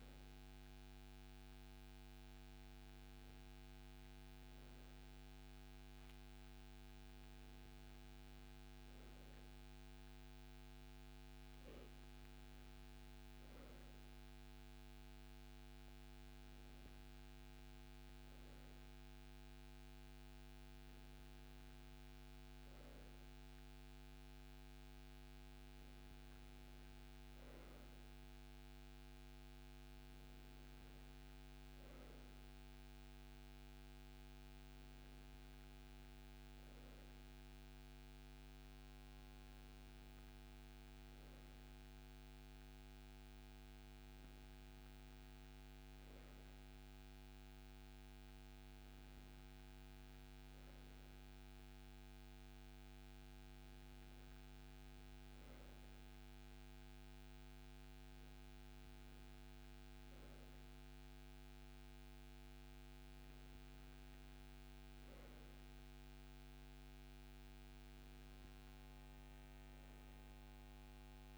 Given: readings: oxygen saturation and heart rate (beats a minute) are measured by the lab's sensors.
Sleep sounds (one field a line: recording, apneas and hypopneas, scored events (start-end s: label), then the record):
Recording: breathing in sleep, hard to hear, by a microphone on the trachea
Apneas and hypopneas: none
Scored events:
none scored
From the record:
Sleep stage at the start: N2 (light sleep)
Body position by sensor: on the right side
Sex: male